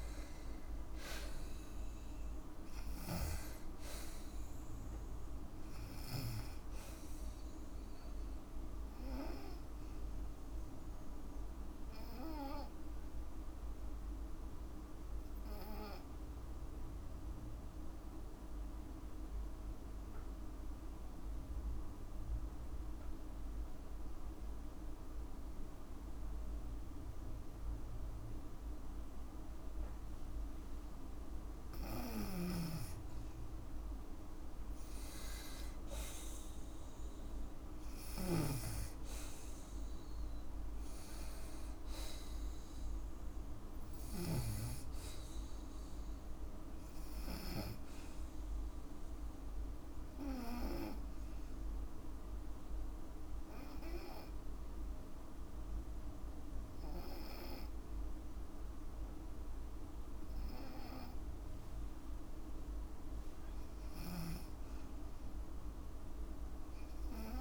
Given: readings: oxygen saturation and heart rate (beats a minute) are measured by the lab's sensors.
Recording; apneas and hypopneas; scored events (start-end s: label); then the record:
breathing in sleep by a room microphone; 2
12.00-30.00 s: obstructive apnea (oxygen 98% before, 91% lowest, heart rate 57 before, 51 extreme, up 6 after)
16.50-34.50 s: oxygen desaturation (device-marked, oxygen 97% before, 91% lowest, heart rate 57 before, 51 extreme)
31.50-38.00 s: snoring (device-marked)
35.00-38.00 s: arousal
51.00-63.00 s: obstructive apnea (oxygen 98% before, 93% lowest, heart rate 56 before, 51 extreme, up 5 after)
60.50-67.41 s: oxygen desaturation (device-marked, oxygen 97% before, 93% lowest, heart rate 54 before, 53 extreme)
From the record:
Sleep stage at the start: N2 (light sleep); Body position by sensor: on the back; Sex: female